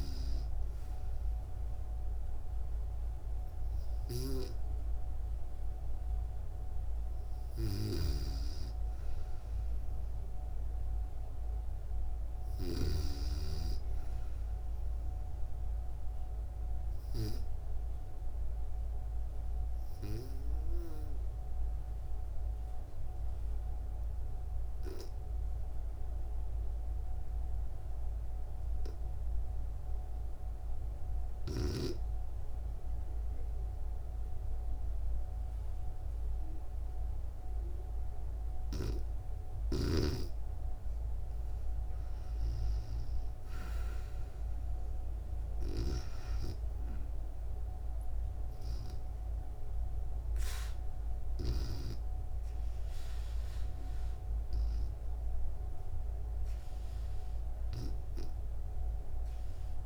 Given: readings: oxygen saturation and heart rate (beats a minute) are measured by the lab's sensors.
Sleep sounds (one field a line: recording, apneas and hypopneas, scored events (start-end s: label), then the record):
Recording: breathing in sleep by a room microphone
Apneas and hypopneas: 1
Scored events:
7.00-12.50 s: snoring (device-marked)
15.00-38.00 s: obstructive apnea (oxygen 97% before, 90% lowest, heart rate 68 before, 59 extreme)
23.00-59.86 s: new sleep stage, REM sleep
37.00-40.00 s: bradycardia (device-marked, heart rate 69 before, 60 extreme)
45.00-59.86 s: oxygen desaturation (device-marked, oxygen 95% before, 91% lowest, heart rate 63 before, 65 extreme)
From the record:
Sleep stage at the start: N2 (light sleep)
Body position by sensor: on the back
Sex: female